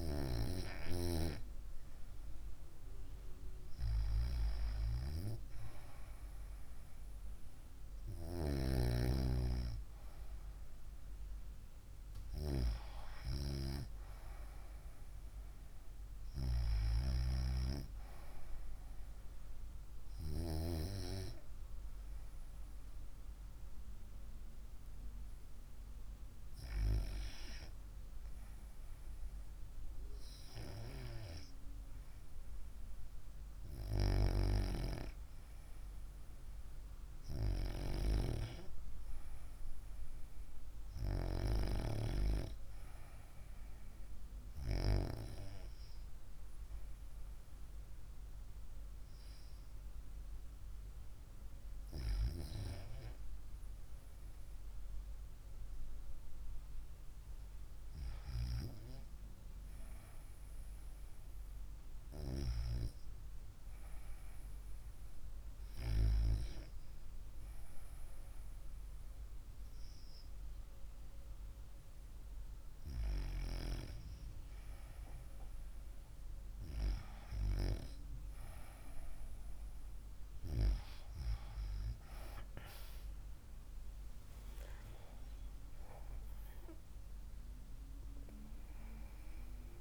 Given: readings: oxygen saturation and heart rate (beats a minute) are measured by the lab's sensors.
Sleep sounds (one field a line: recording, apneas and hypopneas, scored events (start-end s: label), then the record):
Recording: breathing in sleep by a room microphone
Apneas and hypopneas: 2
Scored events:
12.00-16.00 s: arousal
19.50-33.50 s: hypopnea (oxygen 95% before, 92% lowest, heart rate 66 before, 59 extreme, up 0 after)
35.50-40.00 s: arousal
64.50-76.00 s: hypopnea (oxygen 96% before, 92% lowest, heart rate 63 before, 58 extreme, up 9 after)
75.50-89.81 s: new sleep stage, N1 (lightest sleep)
From the record:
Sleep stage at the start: REM sleep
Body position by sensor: on the right side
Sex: female